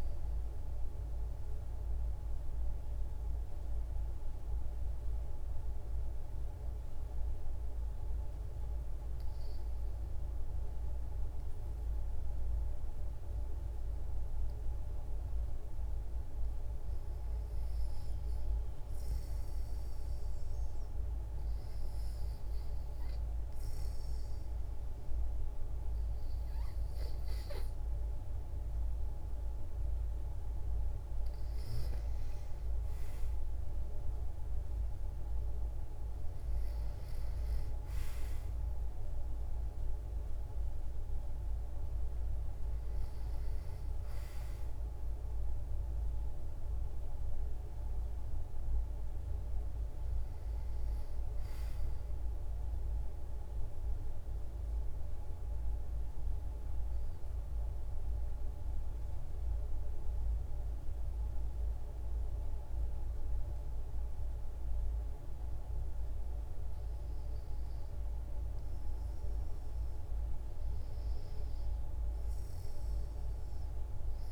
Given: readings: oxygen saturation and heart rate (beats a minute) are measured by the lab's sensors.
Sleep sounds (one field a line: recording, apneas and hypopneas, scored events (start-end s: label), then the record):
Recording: breathing in sleep, hard to hear, by a room microphone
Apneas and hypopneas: 2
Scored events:
1.00-17.50 s: hypopnea (oxygen 95% before, 90% lowest, heart rate 67 before, 62 extreme, up 5 after)
18.50-31.50 s: oxygen desaturation (device-marked, oxygen 96% before, 90% lowest, heart rate 63 before, 62 extreme)
20.00-25.00 s: arousal
53.50-66.00 s: obstructive apnea (oxygen 94% before, 88% lowest, heart rate 66 before, 61 extreme, up 2 after)
67.50-72.00 s: arousal
From the record:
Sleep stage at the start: REM sleep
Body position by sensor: on the back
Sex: female